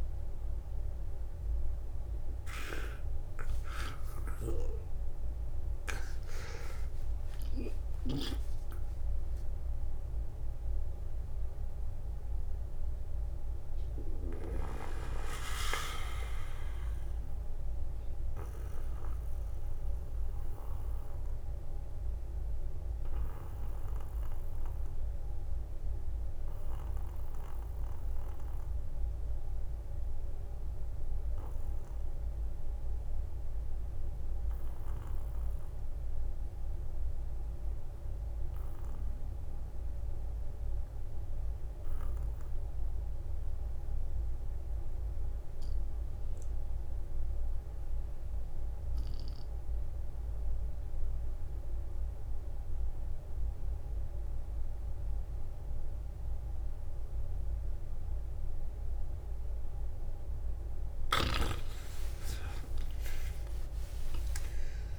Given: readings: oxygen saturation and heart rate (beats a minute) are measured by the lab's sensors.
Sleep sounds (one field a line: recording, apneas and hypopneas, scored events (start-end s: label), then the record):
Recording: breathing in sleep by a room microphone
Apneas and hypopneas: 1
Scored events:
0.00-17.00 s: oxygen desaturation (device-marked, oxygen 82% lowest, heart rate 44 extreme)
2.00-6.00 s: arousal
8.00-58.50 s: mixed apnea (oxygen 89% before, 74% lowest, heart rate 67 before, 44 extreme, up 18 after)
10.00-12.00 s: long interval between heartbeats (device-marked, heart rate 67 before, 65 extreme)
22.00-24.00 s: long interval between heartbeats (device-marked, heart rate 58 before, 53 extreme)
37.50-39.50 s: long interval between heartbeats (device-marked, heart rate 53 before, 51 extreme)
49.00-64.99 s: oxygen desaturation (device-marked, oxygen 96% before, 74% lowest, heart rate 52 before, 48 extreme)
54.50-56.50 s: long interval between heartbeats (device-marked, heart rate 53 before, 61 extreme)
63.50-64.99 s: long interval between heartbeats (device-marked, heart rate 55 before, 65 extreme)
From the record:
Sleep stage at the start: N2 (light sleep)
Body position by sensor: on the back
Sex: male